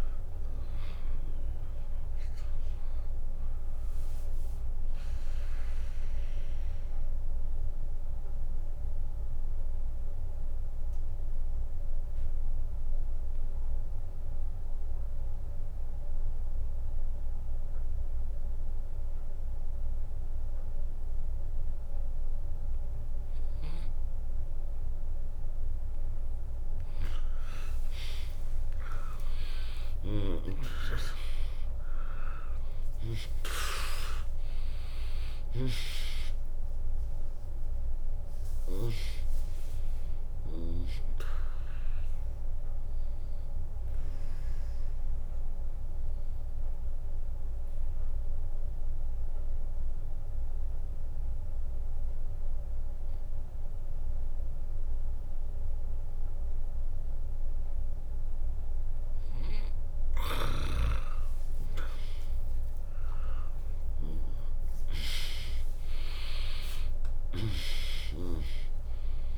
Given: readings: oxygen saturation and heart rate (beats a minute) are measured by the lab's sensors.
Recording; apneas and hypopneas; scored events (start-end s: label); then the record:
breathing in sleep by a room microphone; 2
0.00-10.50 s: drop in pulse transit time (device-marked, heart rate 62 extreme)
0.00-18.50 s: oxygen desaturation (device-marked, oxygen 95% lowest, heart rate 57 extreme)
5.00-25.50 s: mixed apnea (oxygen 99% before, 95% lowest, heart rate 69 before, 57 extreme, up 6 after)
14.50-25.50 s: bradycardia (device-marked, heart rate 74 before, 57 extreme)
30.50-37.50 s: arousal
30.50-55.50 s: oxygen desaturation (device-marked, oxygen 100% before, 95% lowest, heart rate 64 before, 56 extreme)
33.50-51.50 s: drop in pulse transit time (device-marked, heart rate 61 before, 65 extreme)
43.50-59.50 s: obstructive apnea (oxygen 100% before, 95% lowest, heart rate 71 before, 56 extreme, up 19 after)
54.50-59.50 s: bradycardia (device-marked, heart rate 74 before, 56 extreme)
62.50-67.50 s: arousal
67.50-69.37 s: drop in pulse transit time (device-marked, heart rate 68 before, 78 extreme)
From the record:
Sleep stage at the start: N2 (light sleep); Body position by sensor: on the right side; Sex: female